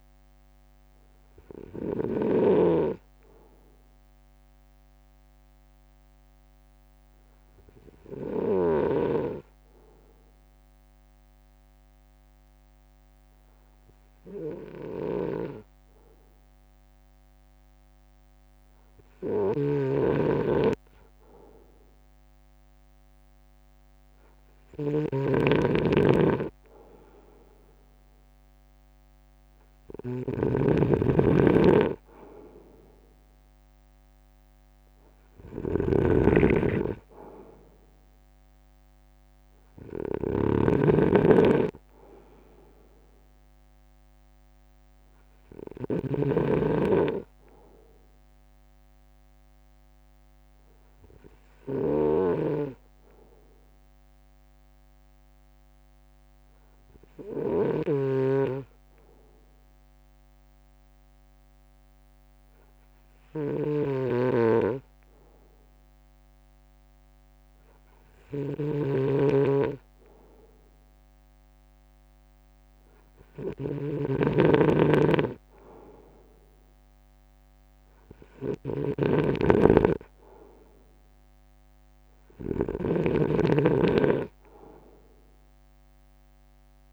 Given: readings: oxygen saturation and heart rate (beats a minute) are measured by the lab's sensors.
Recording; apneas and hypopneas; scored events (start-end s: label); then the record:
breathing in sleep by a microphone on the trachea; 2
1.50-22.00 s: hypopnea (oxygen 96% before, 95% lowest, heart rate 59 before, 56 extreme, up 0 after)
15.00-86.93 s: snoring (device-marked)
20.00-25.00 s: drop in pulse transit time (device-marked, heart rate 58 before, 57 extreme)
25.00-28.00 s: arousal
33.00-49.00 s: drop in pulse transit time (device-marked, heart rate 58 before, 56 extreme)
46.50-49.50 s: arousal
52.50-69.00 s: hypopnea (oxygen 97% before, 95% lowest, heart rate 58 before, 53 extreme, up 1 after)
71.00-74.00 s: arousal
79.00-86.93 s: drop in pulse transit time (device-marked, heart rate 59 before, 53 extreme)
From the record:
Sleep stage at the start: N2 (light sleep); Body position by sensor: on the front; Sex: male